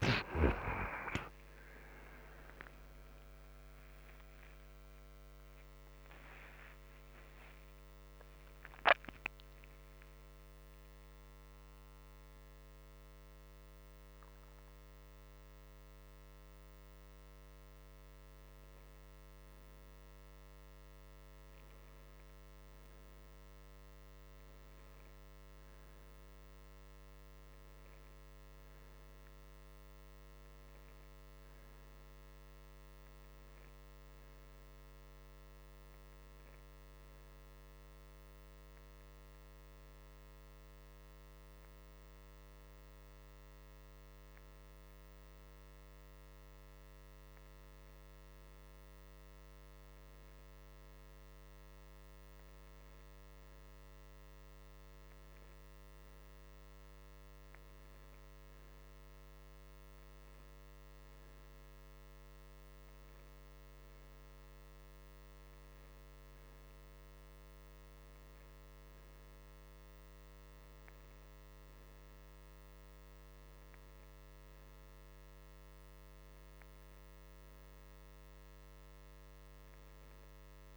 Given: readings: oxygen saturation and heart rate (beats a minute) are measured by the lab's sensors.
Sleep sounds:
breathing in sleep, hard to hear, by a microphone on the trachea; none
1.00-7.00 s: arousal
From the record:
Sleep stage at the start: N2 (light sleep); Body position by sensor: on the right side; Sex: male

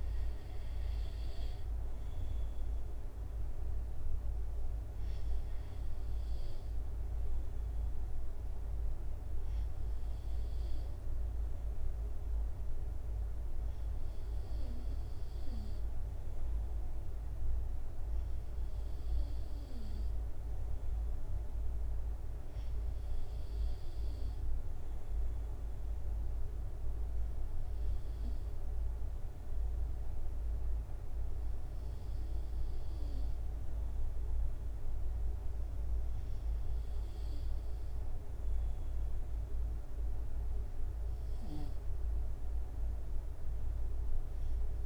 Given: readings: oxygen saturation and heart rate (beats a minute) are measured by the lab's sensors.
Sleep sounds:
breathing in sleep, hard to hear, by a room microphone; none
23.00-27.50 s: arousal
35.00-37.00 s: long interval between heartbeats (device-marked, heart rate 70 before, 76 extreme)
From the record:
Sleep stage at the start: N2 (light sleep); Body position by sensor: on the right side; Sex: male

